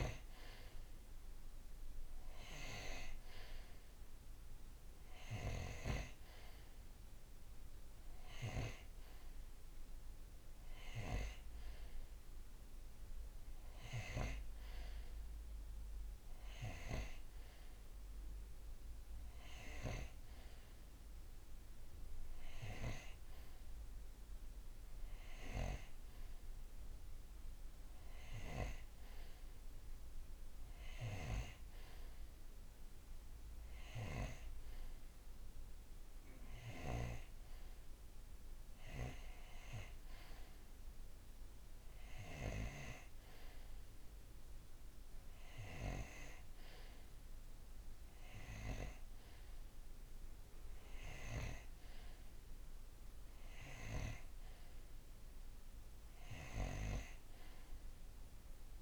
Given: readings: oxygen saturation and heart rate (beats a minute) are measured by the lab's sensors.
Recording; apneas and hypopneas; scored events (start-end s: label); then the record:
breathing in sleep by a room microphone; none
none scored
From the record:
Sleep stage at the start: N2 (light sleep); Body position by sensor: on the right side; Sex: male